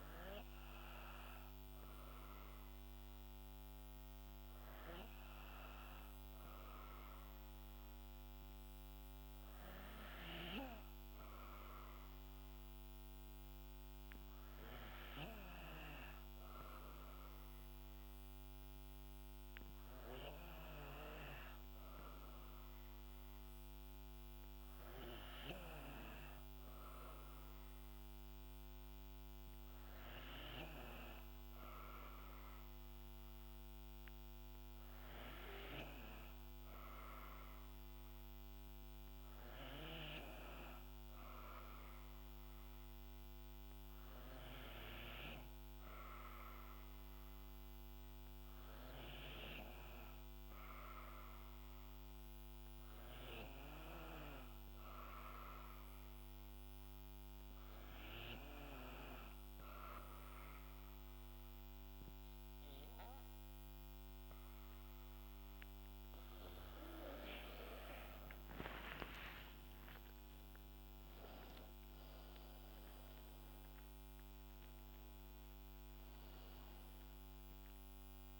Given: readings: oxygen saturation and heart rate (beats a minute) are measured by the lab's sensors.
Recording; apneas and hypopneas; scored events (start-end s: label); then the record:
breathing in sleep by a microphone on the trachea; 1
54.50-66.50 s: obstructive apnea (oxygen 93% before, 88% lowest, heart rate 66 before, 66 extreme, up 11 after)
76.50-78.40 s: oxygen desaturation (device-marked, oxygen 91% before, 88% lowest, heart rate 70 before, 70 extreme)
From the record:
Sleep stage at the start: N2 (light sleep); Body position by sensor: on the right side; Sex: female